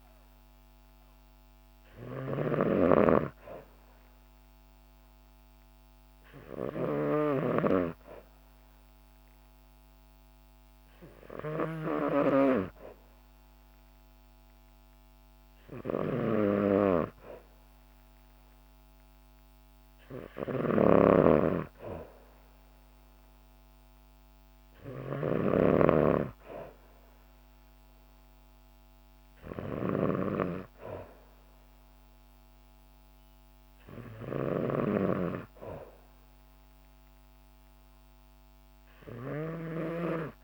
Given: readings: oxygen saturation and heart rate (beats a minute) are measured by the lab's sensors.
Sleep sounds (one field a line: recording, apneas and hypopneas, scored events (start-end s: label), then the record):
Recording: breathing in sleep by a microphone on the trachea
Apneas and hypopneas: none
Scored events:
0.00-12.00 s: snoring (device-marked)
20.50-40.44 s: snoring (device-marked)
From the record:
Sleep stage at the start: N2 (light sleep)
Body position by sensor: on the back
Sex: female